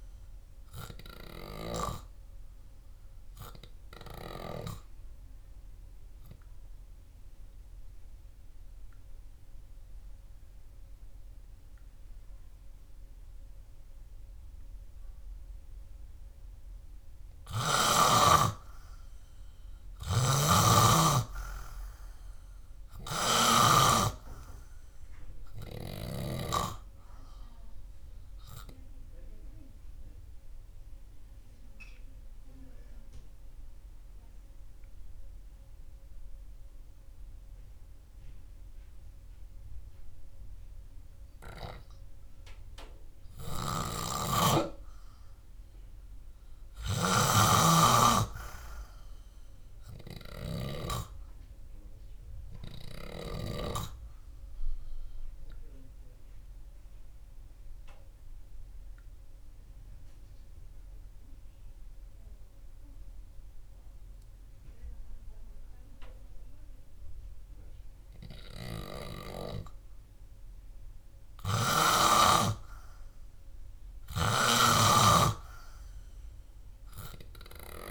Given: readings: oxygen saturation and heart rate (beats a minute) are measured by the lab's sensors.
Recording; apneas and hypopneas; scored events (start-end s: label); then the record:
breathing in sleep by a room microphone; 3
0.00-2.00 s: arousal
0.00-2.50 s: snoring (device-marked)
7.50-19.00 s: hypopnea (oxygen 96% before, 92% lowest, heart rate 66 before, 61 extreme, up 10 after)
10.50-21.50 s: oxygen desaturation (device-marked, oxygen 96% before, 92% lowest, heart rate 66 before, 61 extreme)
20.50-24.50 s: snoring (device-marked)
24.00-27.50 s: arousal
31.00-42.00 s: obstructive apnea (oxygen 96% before, 92% lowest, heart rate 65 before, 63 extreme, up 3 after)
40.50-68.50 s: oxygen desaturation (device-marked, oxygen 96% before, 92% lowest, heart rate 67 before, 57 extreme)
44.50-51.50 s: snoring (device-marked)
45.50-48.50 s: arousal
56.50-69.00 s: obstructive apnea (oxygen 96% before, 92% lowest, heart rate 66 before, 57 extreme, up 0 after)
72.00-75.50 s: snoring (device-marked)
72.50-76.00 s: arousal
From the record:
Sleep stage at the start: N3 (deep sleep); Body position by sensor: on the back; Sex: male